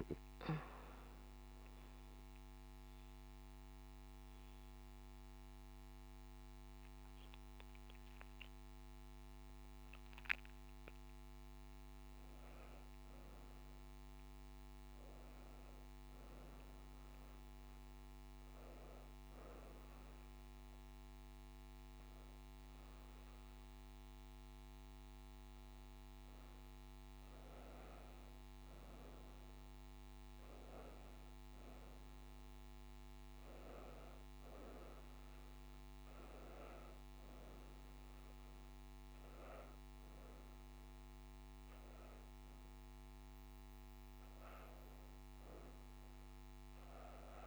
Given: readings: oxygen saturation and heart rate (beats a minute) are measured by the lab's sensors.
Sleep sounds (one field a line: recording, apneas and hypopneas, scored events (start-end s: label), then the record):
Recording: breathing in sleep, hard to hear, by a microphone on the trachea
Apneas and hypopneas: 1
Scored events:
17.50-28.50 s: hypopnea (oxygen 99% before, 91% lowest, heart rate 86 before, 81 extreme)
25.50-31.50 s: oxygen desaturation (device-marked, oxygen 99% before, 93% lowest, heart rate 86 before, 81 extreme)
31.00-34.00 s: arousal
33.50-46.50 s: oxygen desaturation (device-marked, oxygen 98% before, 92% lowest, heart rate 84 before, 82 extreme)
From the record:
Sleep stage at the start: N1 (lightest sleep)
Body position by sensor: on the back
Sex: female